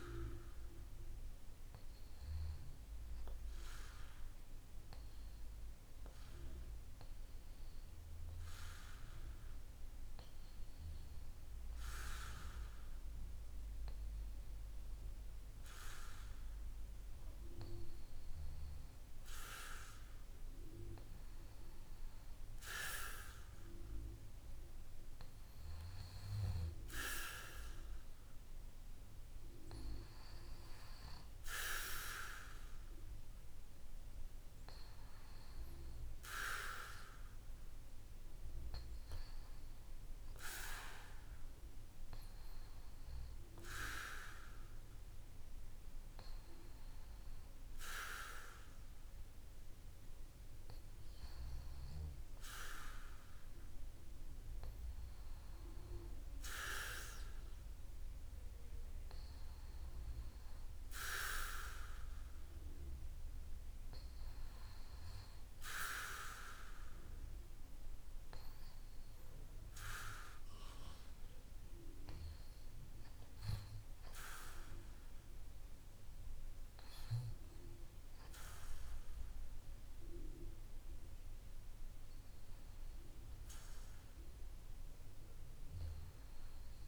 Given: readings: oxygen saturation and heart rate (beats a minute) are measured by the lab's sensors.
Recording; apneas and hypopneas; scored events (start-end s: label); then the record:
breathing in sleep by a room microphone; 1
1.50-17.00 s: hypopnea (oxygen 96% before, 94% lowest, heart rate 56 before, 53 extreme, up 2 after)
19.00-22.00 s: arousal
From the record:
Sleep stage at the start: N2 (light sleep); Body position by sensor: on the back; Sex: male